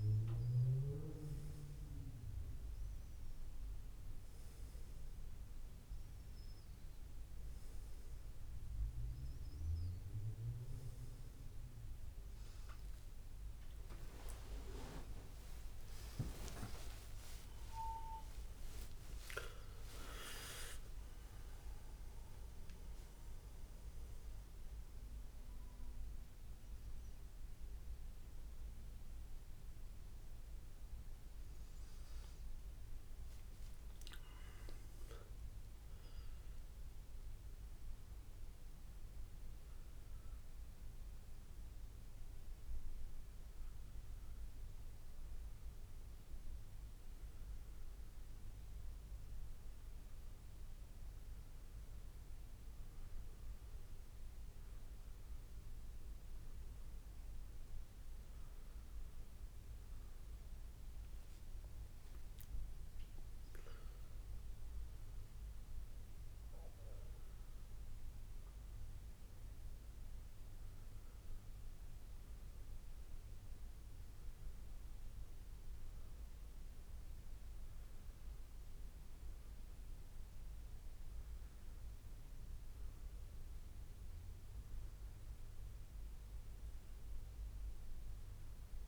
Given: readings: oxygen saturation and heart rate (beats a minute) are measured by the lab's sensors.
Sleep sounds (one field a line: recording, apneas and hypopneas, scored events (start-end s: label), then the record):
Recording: a person awake in a sleep study, by a room microphone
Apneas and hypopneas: none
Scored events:
60.50-64.00 s: arousal
From the record:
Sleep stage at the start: awake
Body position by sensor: on the back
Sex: male